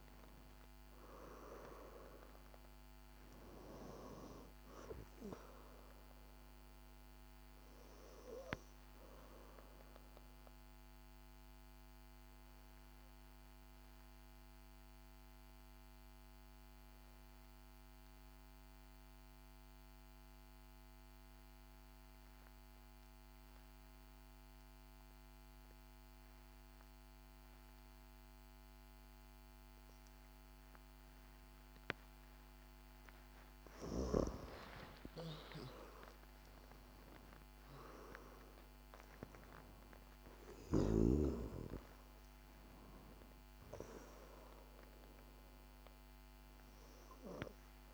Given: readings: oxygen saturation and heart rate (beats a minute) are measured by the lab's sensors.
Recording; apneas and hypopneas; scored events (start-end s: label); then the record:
breathing in sleep by a microphone on the trachea; 1
10.50-32.50 s: obstructive apnea (oxygen 97% before, 90% lowest, heart rate 65 before, 51 extreme, up 11 after)
13.00-15.00 s: long interval between heartbeats (device-marked, heart rate 65 before, 54 extreme)
16.00-30.00 s: oxygen desaturation (device-marked, oxygen 95% before, 90% lowest, heart rate 64 before, 55 extreme)
34.50-39.50 s: arousal
From the record:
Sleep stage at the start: N2 (light sleep); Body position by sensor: on the back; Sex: female